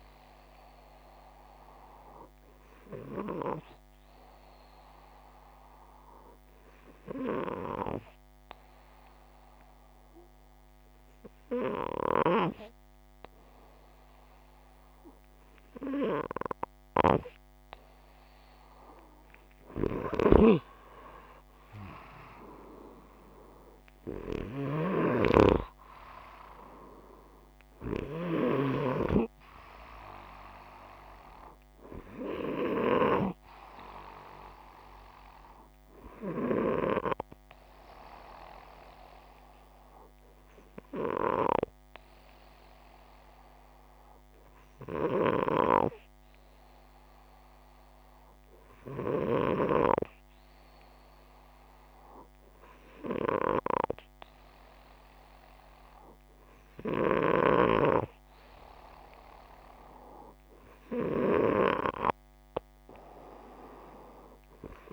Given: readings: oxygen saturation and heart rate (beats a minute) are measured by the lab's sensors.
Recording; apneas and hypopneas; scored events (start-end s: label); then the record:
breathing in sleep by a microphone on the trachea; 2
4.00-18.50 s: hypopnea (oxygen 95% before, 93% lowest, heart rate 62 before, 58 extreme, up 2 after)
19.00-24.00 s: snoring (device-marked)
20.50-24.00 s: arousal
39.00-55.00 s: hypopnea (oxygen 98% before, 94% lowest, heart rate 61 before, 58 extreme, up 1 after)
57.00-60.50 s: arousal
From the record:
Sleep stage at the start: N2 (light sleep); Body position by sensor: upright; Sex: male